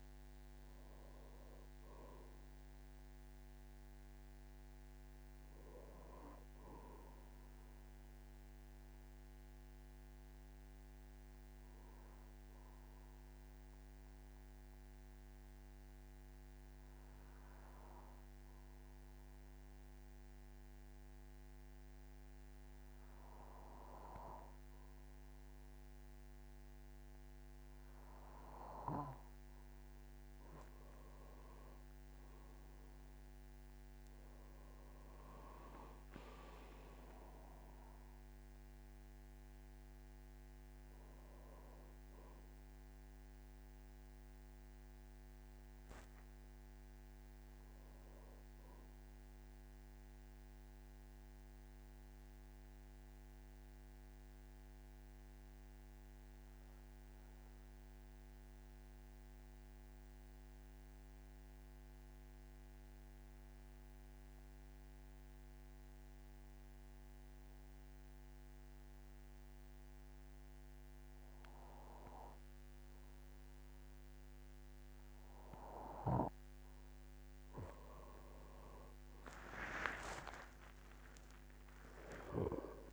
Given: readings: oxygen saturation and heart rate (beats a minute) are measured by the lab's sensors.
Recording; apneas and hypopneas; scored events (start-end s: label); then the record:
breathing in sleep by a microphone on the trachea; 2
0.00-19.50 s: oxygen desaturation (device-marked, oxygen 91% lowest, heart rate 46 extreme)
8.50-28.00 s: obstructive apnea (oxygen 98% before, 91% lowest, heart rate 56 before, 46 extreme, up 11 after)
30.00-34.50 s: arousal
31.50-61.50 s: oxygen desaturation (device-marked, oxygen 99% before, 91% lowest, heart rate 50 before, 46 extreme)
51.50-76.00 s: mixed apnea (oxygen 99% before, 90% lowest, heart rate 54 before, 47 extreme, up 17 after)
78.50-82.93 s: oxygen desaturation (device-marked, oxygen 99% before, 90% lowest, heart rate 50 before, 47 extreme)
79.00-82.93 s: arousal
From the record:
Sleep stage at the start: N2 (light sleep); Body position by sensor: on the back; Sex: male